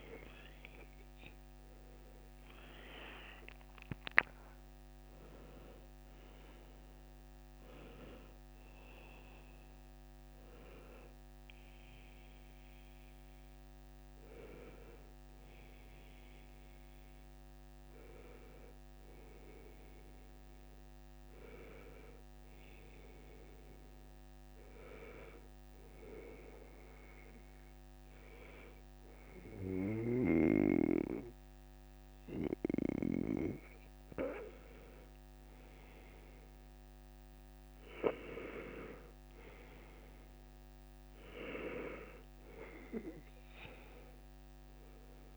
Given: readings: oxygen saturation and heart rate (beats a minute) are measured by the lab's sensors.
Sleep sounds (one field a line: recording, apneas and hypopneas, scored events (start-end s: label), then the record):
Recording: breathing in sleep by a microphone on the trachea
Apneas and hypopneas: 1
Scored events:
0.00-2.00 s: arousal
3.50-19.50 s: oxygen desaturation (device-marked, oxygen 96% before, 90% lowest, heart rate 80 before, 78 extreme)
24.00-34.50 s: hypopnea (oxygen 96% before, 92% lowest, heart rate 85 before, 78 extreme, up 1 after)
37.00-41.00 s: arousal
From the record:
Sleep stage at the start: N1 (lightest sleep)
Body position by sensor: on the back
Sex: male